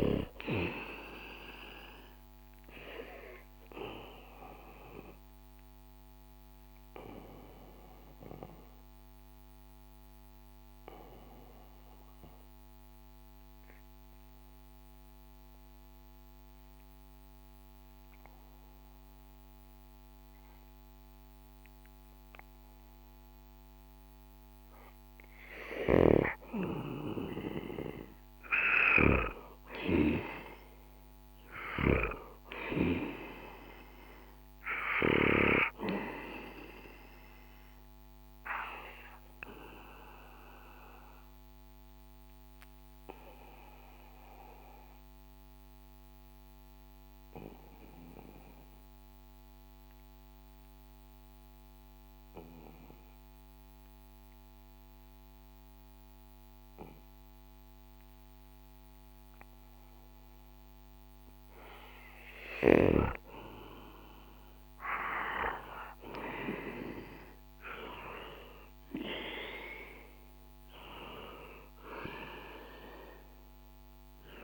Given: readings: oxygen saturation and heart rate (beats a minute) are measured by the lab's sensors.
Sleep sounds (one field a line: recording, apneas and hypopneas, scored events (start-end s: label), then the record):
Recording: breathing in sleep by a microphone on the trachea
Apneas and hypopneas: 2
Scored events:
0.00-21.00 s: oxygen desaturation (device-marked, oxygen 91% lowest, heart rate 63 extreme)
5.00-24.50 s: hypopnea (oxygen 98% before, 91% lowest, heart rate 65 before, 63 extreme, up 4 after)
29.00-54.00 s: oxygen desaturation (device-marked, oxygen 97% before, 91% lowest, heart rate 65 before, 63 extreme)
29.50-33.00 s: arousal
31.00-35.00 s: snoring (device-marked)
38.50-60.50 s: obstructive apnea (oxygen 97% before, 91% lowest, heart rate 66 before, 61 extreme, up 6 after)
63.00-66.00 s: arousal
69.00-74.44 s: oxygen desaturation (device-marked, oxygen 97% before, 91% lowest, heart rate 66 before, 61 extreme)
From the record:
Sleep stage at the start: N2 (light sleep)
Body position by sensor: on the back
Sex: male